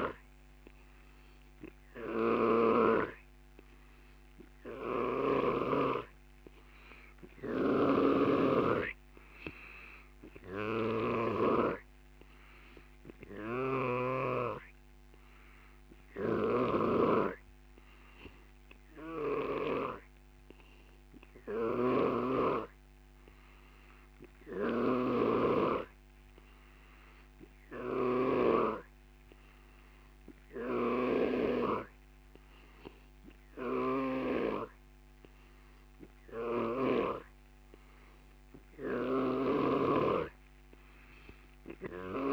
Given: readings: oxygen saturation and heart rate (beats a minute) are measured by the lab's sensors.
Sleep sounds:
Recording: breathing in sleep by a microphone on the trachea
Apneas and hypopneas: none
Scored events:
0.00-2.50 s: snoring (device-marked)
4.50-14.00 s: snoring (device-marked)
16.00-19.50 s: snoring (device-marked)
21.50-28.50 s: snoring (device-marked)
30.50-37.00 s: snoring (device-marked)
39.00-42.33 s: snoring (device-marked)
From the record:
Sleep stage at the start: N2 (light sleep)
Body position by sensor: on the back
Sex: male

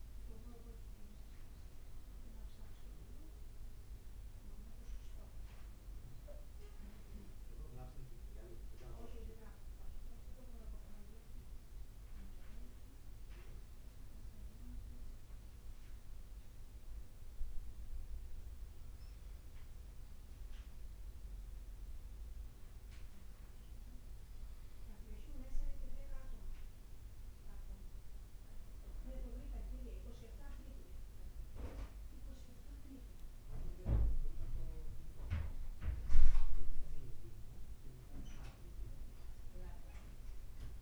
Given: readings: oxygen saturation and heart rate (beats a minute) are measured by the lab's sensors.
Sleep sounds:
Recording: breathing in sleep by a room microphone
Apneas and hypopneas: 1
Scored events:
6.50-10.00 s: arousal
8.50-20.50 s: oxygen desaturation (device-marked, oxygen 95% before, 92% lowest, heart rate 57 before, 51 extreme)
13.00-21.00 s: leg movement (device-marked)
15.00-28.00 s: obstructive apnea (oxygen 95% before, 93% lowest, heart rate 56 before, 51 extreme, up 0 after)
30.00-34.00 s: arousal
39.50-40.82 s: oxygen desaturation (device-marked, oxygen 98% before, 94% lowest, heart rate 52 before, 51 extreme)
From the record:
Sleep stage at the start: N2 (light sleep)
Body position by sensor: on the back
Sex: male

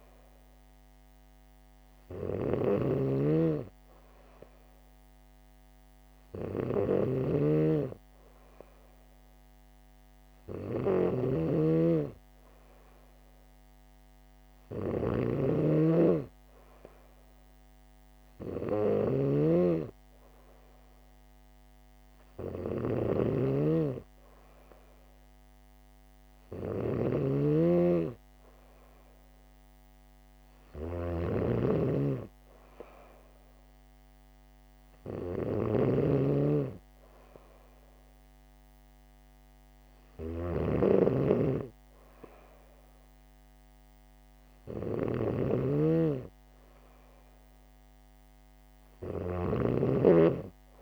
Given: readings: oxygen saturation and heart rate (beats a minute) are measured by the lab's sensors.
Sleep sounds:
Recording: breathing in sleep by a microphone on the trachea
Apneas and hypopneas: none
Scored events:
0.00-50.81 s: snoring (device-marked)
From the record:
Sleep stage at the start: N3 (deep sleep)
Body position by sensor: on the back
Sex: female

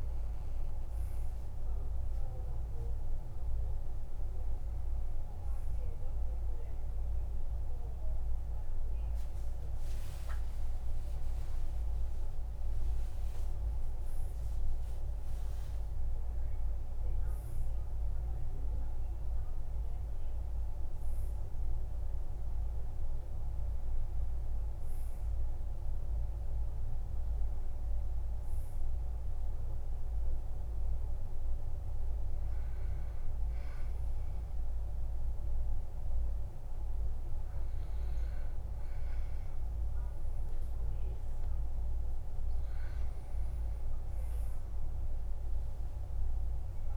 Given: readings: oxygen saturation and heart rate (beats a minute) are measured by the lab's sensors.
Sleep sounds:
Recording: a person awake in a sleep study, hard to hear, by a room microphone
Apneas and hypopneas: 1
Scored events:
9.00-15.00 s: tachycardia (device-marked, heart rate 62 before, 129 extreme)
11.00-13.00 s: long interval between heartbeats (device-marked, heart rate 63 before, 100 extreme)
14.00-16.00 s: long interval between heartbeats (device-marked, heart rate 70 before, 129 extreme)
30.00-42.50 s: obstructive apnea (oxygen 97% before, 90% lowest, heart rate 87 before, 58 extreme, up 6 after)
30.00-46.97 s: new sleep stage, N2 (light sleep)
45.00-46.97 s: arousal
From the record:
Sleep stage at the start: awake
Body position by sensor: on the back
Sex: male

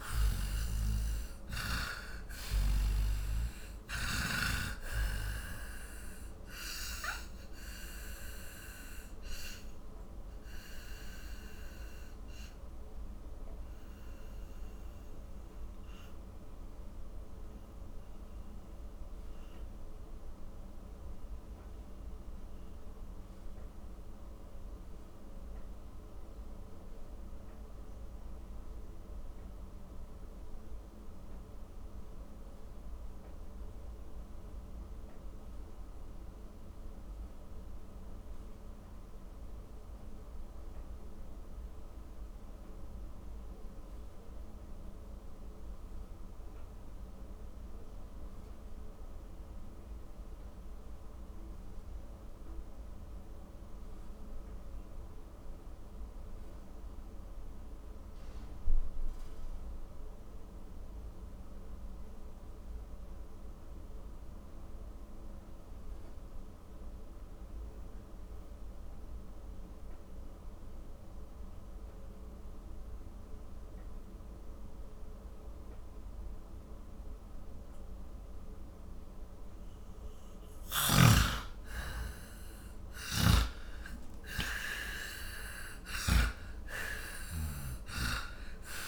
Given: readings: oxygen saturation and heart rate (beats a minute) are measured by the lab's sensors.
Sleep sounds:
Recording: breathing in sleep by a room microphone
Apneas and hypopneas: 1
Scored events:
0.00-40.50 s: oxygen desaturation (device-marked, oxygen 82% lowest, heart rate 44 extreme)
7.50-80.50 s: obstructive apnea (oxygen 98% before, 76% lowest, heart rate 63 before, 44 extreme, up 15 after)
63.50-88.88 s: oxygen desaturation (device-marked, oxygen 98% before, 76% lowest, heart rate 49 before, 40 extreme)
81.50-86.00 s: arousal
83.00-88.88 s: snoring (device-marked)
From the record:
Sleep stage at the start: N2 (light sleep)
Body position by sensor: on the back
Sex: male

